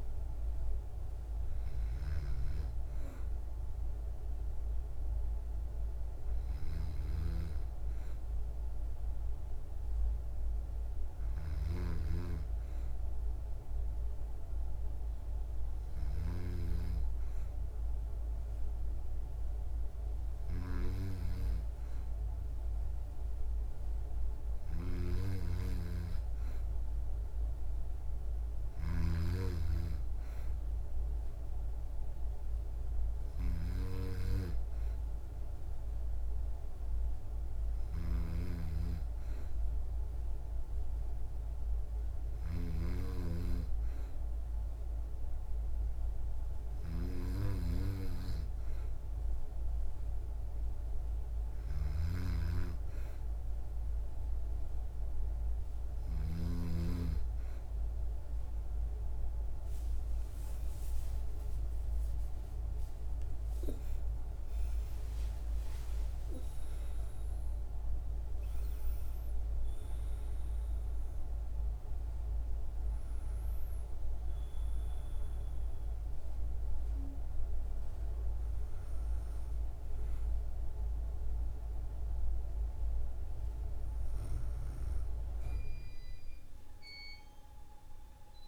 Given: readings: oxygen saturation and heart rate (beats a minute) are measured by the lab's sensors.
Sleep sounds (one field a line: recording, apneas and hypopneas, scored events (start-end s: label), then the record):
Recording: breathing in sleep by a room microphone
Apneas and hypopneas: none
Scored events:
60.00-66.00 s: arousal
From the record:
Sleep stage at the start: N2 (light sleep)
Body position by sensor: on the back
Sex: female